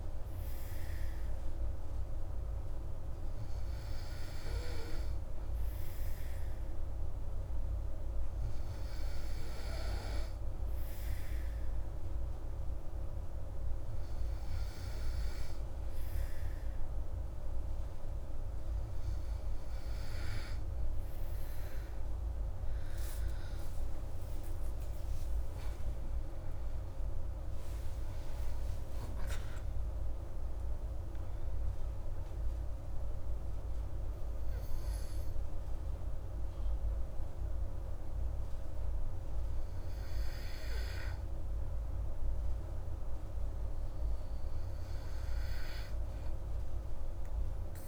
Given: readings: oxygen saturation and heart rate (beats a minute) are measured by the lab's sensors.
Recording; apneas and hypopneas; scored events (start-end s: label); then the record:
breathing in sleep, hard to hear, by a room microphone; none
26.00-30.00 s: arousal
From the record:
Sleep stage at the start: N2 (light sleep); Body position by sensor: on the back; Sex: female